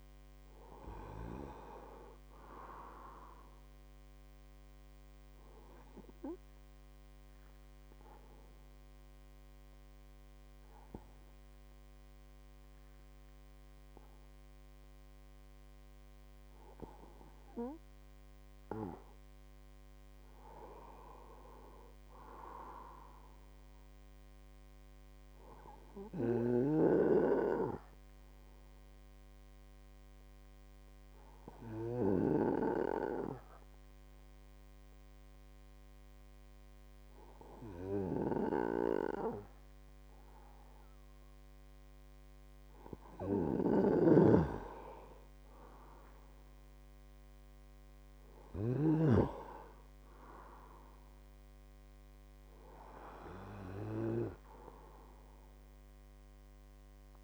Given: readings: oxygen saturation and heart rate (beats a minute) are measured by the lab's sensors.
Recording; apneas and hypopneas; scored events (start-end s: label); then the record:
breathing in sleep by a microphone on the trachea; 2
0.00-1.00 s: arousal
6.50-19.00 s: hypopnea (oxygen 98% before, 95% lowest, heart rate 70 before, 51 extreme, up 7 after)
20.00-23.00 s: arousal
27.50-44.50 s: hypopnea (oxygen 98% before, 95% lowest, heart rate 62 before, 51 extreme, up 16 after)
43.50-49.00 s: snoring (device-marked)
46.50-50.50 s: arousal
From the record:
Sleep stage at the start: N2 (light sleep); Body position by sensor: on the right side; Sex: male